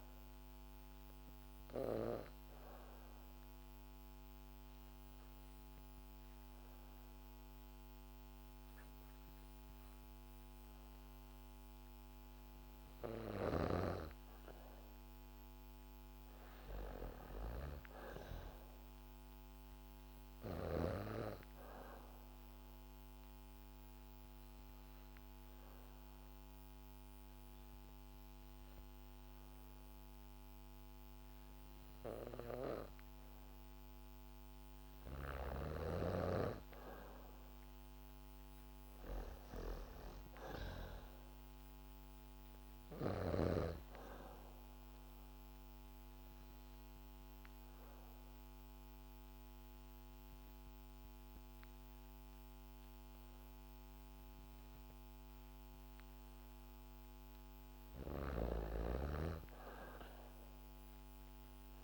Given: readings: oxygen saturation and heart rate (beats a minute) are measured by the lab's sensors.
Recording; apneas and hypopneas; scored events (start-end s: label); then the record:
breathing in sleep by a microphone on the trachea; 3
1.00-12.50 s: obstructive apnea (oxygen 98% before, 92% lowest, heart rate 68 before, 66 extreme, up 3 after)
14.00-17.50 s: arousal
22.00-35.00 s: obstructive apnea (oxygen 97% before, 92% lowest, heart rate 68 before, 66 extreme, up 2 after)
37.50-40.00 s: arousal
44.00-57.00 s: obstructive apnea (oxygen 97% before, 91% lowest, heart rate 69 before, 66 extreme, up 2 after)
44.00-58.00 s: oxygen desaturation (device-marked, oxygen 97% before, 92% lowest, heart rate 69 before, 66 extreme)
59.00-61.84 s: arousal
From the record:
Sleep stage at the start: N2 (light sleep); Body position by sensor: on the back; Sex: female